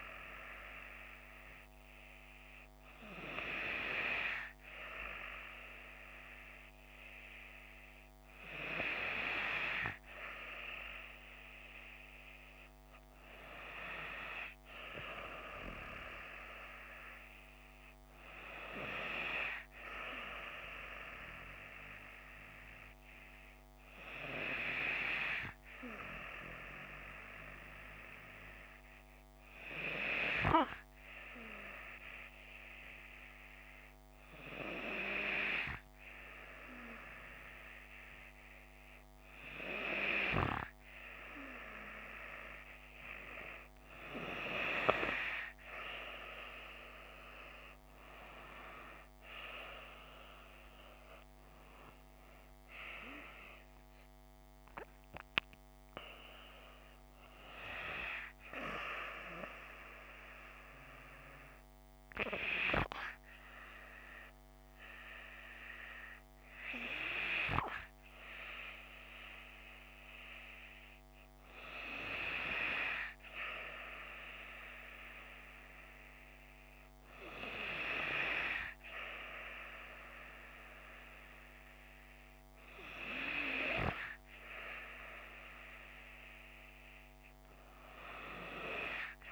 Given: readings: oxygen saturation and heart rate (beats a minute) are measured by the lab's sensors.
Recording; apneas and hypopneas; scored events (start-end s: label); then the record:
breathing in sleep by a microphone on the trachea; 2
20.00-23.00 s: arousal
26.50-42.50 s: hypopnea (oxygen 95% before, 94% lowest)
47.50-51.00 s: arousal
62.50-77.00 s: hypopnea (oxygen 96% before, 94% lowest)
79.50-82.00 s: arousal
From the record:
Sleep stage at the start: N2 (light sleep); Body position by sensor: on the left side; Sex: female